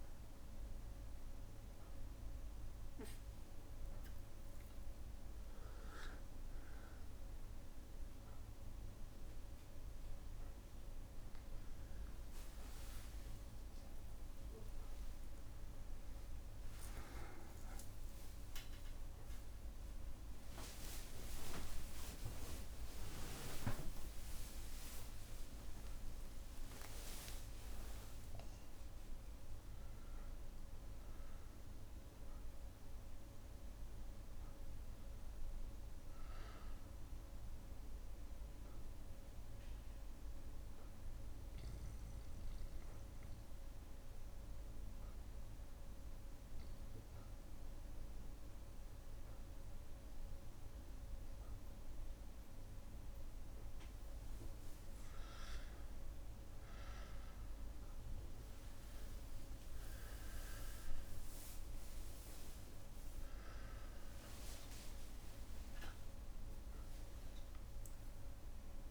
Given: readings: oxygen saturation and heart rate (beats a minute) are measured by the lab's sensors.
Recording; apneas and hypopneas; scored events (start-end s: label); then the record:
a person partly awake in a sleep study, hard to hear, by a room microphone; 1
0.00-16.00 s: oxygen desaturation (device-marked, oxygen 93% lowest, heart rate 60 extreme)
12.00-42.00 s: new sleep stage, N1 (lightest sleep)
17.00-19.00 s: long interval between heartbeats (device-marked, heart rate 61 before, 71 extreme)
21.00-23.00 s: long interval between heartbeats (device-marked, heart rate 64 before, 100 extreme)
21.00-27.50 s: arousal
21.00-51.00 s: tachycardia (device-marked, heart rate 62 before, 118 extreme)
24.00-26.00 s: long interval between heartbeats (device-marked, heart rate 69 before, 102 extreme)
27.00-29.00 s: long interval between heartbeats (device-marked, heart rate 75 before, 103 extreme)
39.00-53.50 s: obstructive apnea (oxygen 99% before, 95% lowest)
42.00-68.91 s: new sleep stage, awake
59.00-61.00 s: long interval between heartbeats (device-marked)
59.00-68.91 s: oxygen desaturation (device-marked, oxygen 98% before, 95% lowest)
63.00-68.91 s: bradycardia (device-marked)
From the record:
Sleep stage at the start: N2 (light sleep); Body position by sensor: on the back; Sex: male